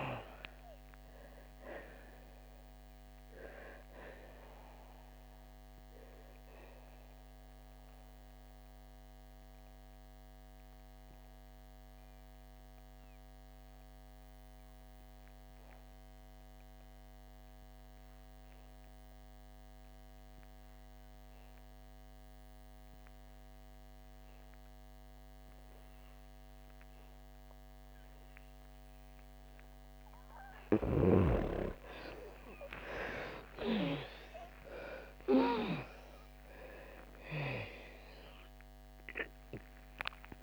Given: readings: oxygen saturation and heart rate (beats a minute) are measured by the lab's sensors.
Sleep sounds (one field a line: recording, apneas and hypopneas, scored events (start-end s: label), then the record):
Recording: breathing in sleep by a microphone on the trachea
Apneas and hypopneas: 1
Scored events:
0.00-23.00 s: oxygen desaturation (device-marked, oxygen 80% lowest, heart rate 56 extreme)
5.00-29.50 s: obstructive apnea (oxygen 99% before, 78% lowest, heart rate 64 before, 56 extreme, up 29 after)
32.50-38.50 s: arousal
33.00-40.43 s: oxygen desaturation (device-marked, oxygen 99% before, 80% lowest, heart rate 62 before, 60 extreme)
From the record:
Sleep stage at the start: N2 (light sleep)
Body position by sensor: on the back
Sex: female